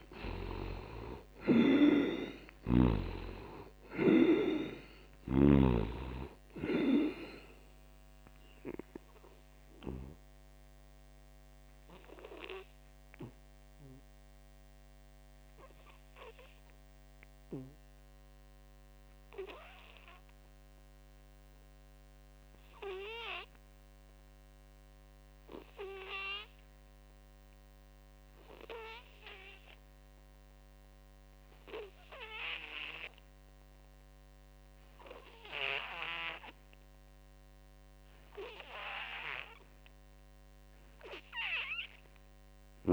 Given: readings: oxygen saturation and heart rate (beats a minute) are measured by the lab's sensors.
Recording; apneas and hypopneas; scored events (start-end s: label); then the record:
breathing in sleep by a microphone on the trachea; 1
0.00-2.00 s: arousal
0.00-2.50 s: snoring (device-marked)
0.00-19.50 s: oxygen desaturation (device-marked, oxygen 71% lowest, heart rate 63 extreme)
8.00-38.50 s: obstructive apnea (oxygen 98% before, 71% lowest, heart rate 72 before, 63 extreme, up 0 after)
21.50-42.93 s: oxygen desaturation (device-marked, oxygen 99% before, 72% lowest, heart rate 80 before, 61 extreme)
41.00-42.93 s: arousal
From the record:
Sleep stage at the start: N2 (light sleep); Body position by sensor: on the back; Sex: male